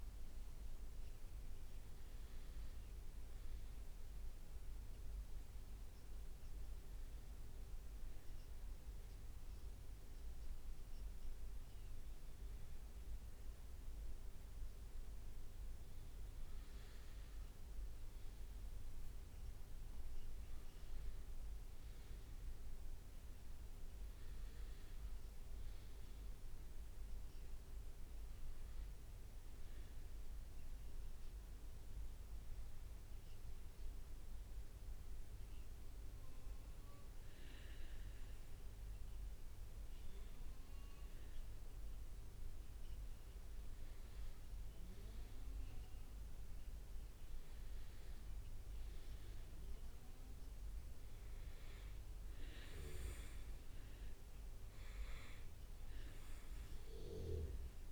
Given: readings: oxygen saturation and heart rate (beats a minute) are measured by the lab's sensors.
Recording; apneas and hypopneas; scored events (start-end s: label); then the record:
a person partly awake in a sleep study, hard to hear, by a room microphone; 1
4.50-57.92 s: new sleep stage, N1 (lightest sleep)
30.50-41.00 s: hypopnea (oxygen 99% before, 95% lowest, heart rate 64 before, 63 extreme, up 4 after)
45.50-50.50 s: arousal
From the record:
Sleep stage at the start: awake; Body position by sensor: on the back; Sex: male